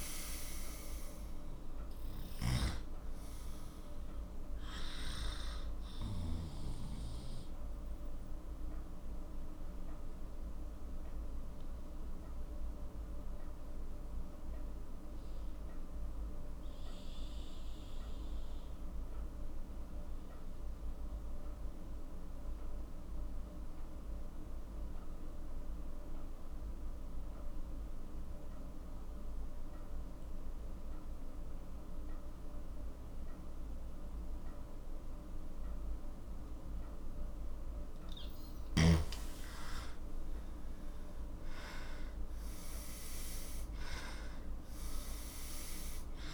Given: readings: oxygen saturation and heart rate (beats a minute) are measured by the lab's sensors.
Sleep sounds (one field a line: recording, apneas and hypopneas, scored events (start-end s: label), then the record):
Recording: breathing in sleep by a room microphone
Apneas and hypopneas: 1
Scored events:
3.50-37.00 s: obstructive apnea (oxygen 98% before, 90% lowest, heart rate 56 before, 40 extreme, up 9 after)
4.00-23.00 s: oxygen desaturation (device-marked, oxygen 96% before, 90% lowest, heart rate 56 before, 40 extreme)
35.00-46.34 s: oxygen desaturation (device-marked, oxygen 99% before, 90% lowest, heart rate 46 before, 41 extreme)
40.00-44.00 s: arousal
From the record:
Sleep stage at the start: N2 (light sleep)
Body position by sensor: on the left side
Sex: male